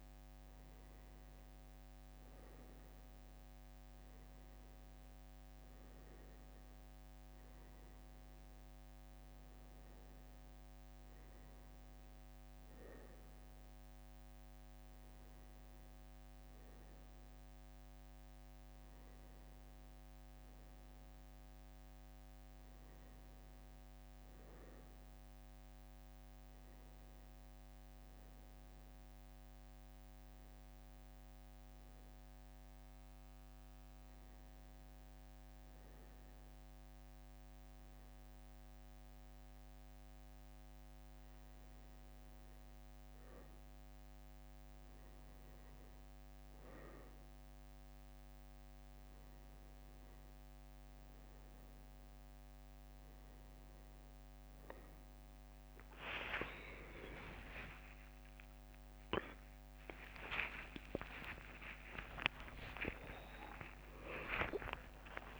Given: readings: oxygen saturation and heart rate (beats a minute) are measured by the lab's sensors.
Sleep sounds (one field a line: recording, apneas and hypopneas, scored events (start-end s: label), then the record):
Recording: breathing in sleep by a microphone on the trachea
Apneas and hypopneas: none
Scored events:
59.00-65.00 s: tachycardia (device-marked, heart rate 66 before, 130 extreme)
60.00-62.00 s: long interval between heartbeats (device-marked, heart rate 65 before, 90 extreme)
62.00-64.00 s: long interval between heartbeats (device-marked, heart rate 68 before, 114 extreme)
64.00-65.40 s: new sleep stage, awake
From the record:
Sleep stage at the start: N1 (lightest sleep)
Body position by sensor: on the back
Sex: male